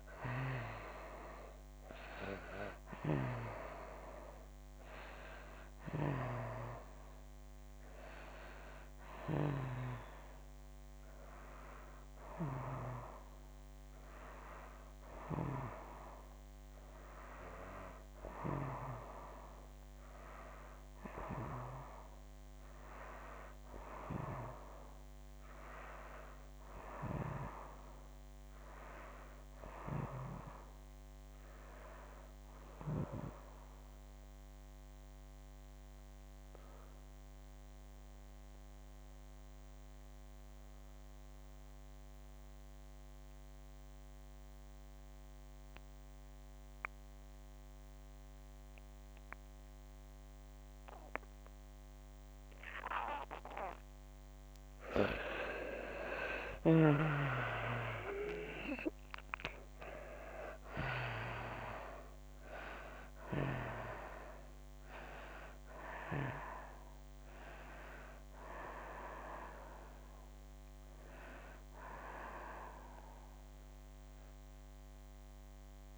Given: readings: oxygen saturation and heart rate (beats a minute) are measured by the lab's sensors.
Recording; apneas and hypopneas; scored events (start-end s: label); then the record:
breathing in sleep by a microphone on the trachea; 1
0.00-22.00 s: oxygen desaturation (device-marked, oxygen 81% lowest)
24.00-27.00 s: arousal
30.50-55.00 s: mixed apnea (oxygen 98% before, 78% lowest)
42.00-75.98 s: oxygen desaturation (device-marked, oxygen 97% before, 78% lowest)
57.50-61.00 s: arousal
From the record:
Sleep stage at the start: N2 (light sleep); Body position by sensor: on the back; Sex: female